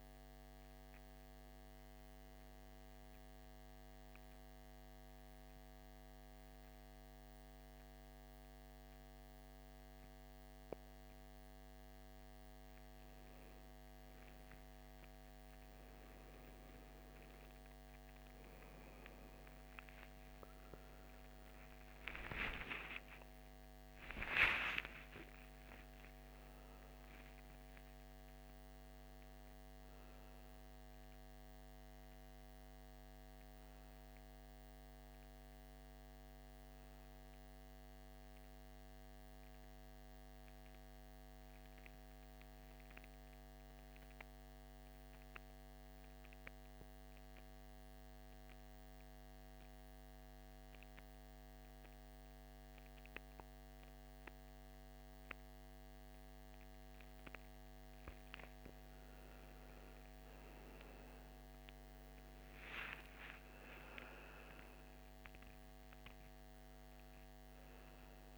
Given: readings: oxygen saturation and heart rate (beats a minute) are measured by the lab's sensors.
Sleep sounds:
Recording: a person partly awake in a sleep study, hard to hear, by a microphone on the trachea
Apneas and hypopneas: 2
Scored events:
1.00-31.00 s: new sleep stage, N1 (lightest sleep)
2.00-12.00 s: central apnea (oxygen 98% before, 88% lowest, heart rate 68 before, 52 extreme, up 10 after)
19.50-24.50 s: arousal
21.00-39.00 s: oxygen desaturation (device-marked, oxygen 97% before, 93% lowest, heart rate 56 before, 54 extreme)
31.00-68.38 s: new sleep stage, N2 (light sleep)
37.50-56.00 s: central apnea (oxygen 97% before, 85% lowest, heart rate 63 before, 54 extreme, up 14 after)
57.00-68.38 s: oxygen desaturation (device-marked, oxygen 97% before, 87% lowest, heart rate 55 before, 55 extreme)
61.50-66.50 s: arousal
From the record:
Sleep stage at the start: awake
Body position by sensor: on the back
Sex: male

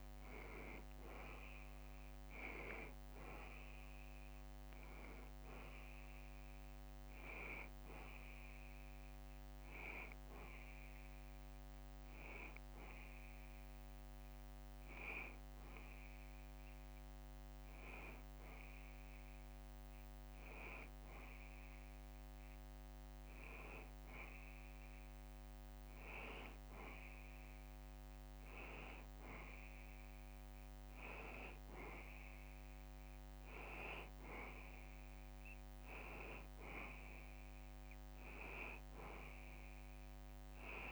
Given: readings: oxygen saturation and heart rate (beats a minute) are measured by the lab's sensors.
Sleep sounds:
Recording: breathing in sleep by a microphone on the trachea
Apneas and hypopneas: none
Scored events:
0.00-16.00 s: oxygen desaturation (device-marked, oxygen 93% before, 90% lowest, heart rate 73 before, 73 extreme)
From the record:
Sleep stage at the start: N2 (light sleep)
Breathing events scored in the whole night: 252 in 4.2 hours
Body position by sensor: on the back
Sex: male

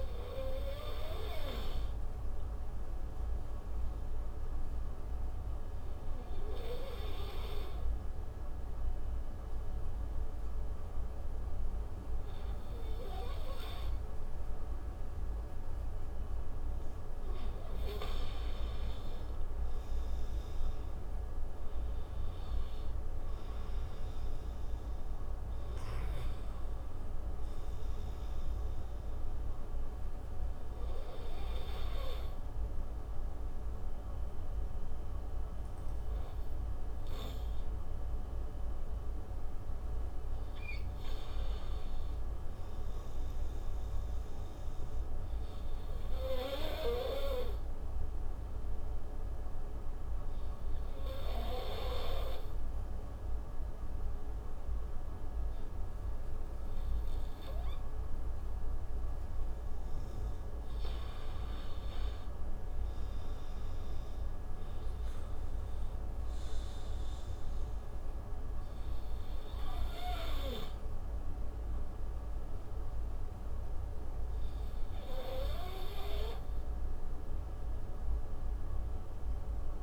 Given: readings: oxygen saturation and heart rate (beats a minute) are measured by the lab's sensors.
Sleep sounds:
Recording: breathing in sleep by a room microphone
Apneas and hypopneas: 3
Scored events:
4.00-17.50 s: hypopnea (oxygen 96% before, 90% lowest, heart rate 63 before, 59 extreme, up 20 after)
21.50-25.00 s: arousal
24.50-47.50 s: oxygen desaturation (device-marked, oxygen 95% before, 90% lowest, heart rate 67 before, 58 extreme)
28.50-39.00 s: obstructive apnea (oxygen 96% before, 90% lowest, heart rate 68 before, 58 extreme, up 7 after)
40.00-42.00 s: arousal
46.50-60.00 s: obstructive apnea (oxygen 95% before, 90% lowest, heart rate 66 before, 60 extreme, up 20 after)
63.00-66.50 s: arousal
69.50-79.83 s: oxygen desaturation (device-marked, oxygen 95% before, 90% lowest, heart rate 68 before, 54 extreme)
From the record:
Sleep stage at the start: N2 (light sleep)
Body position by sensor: on the front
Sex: male

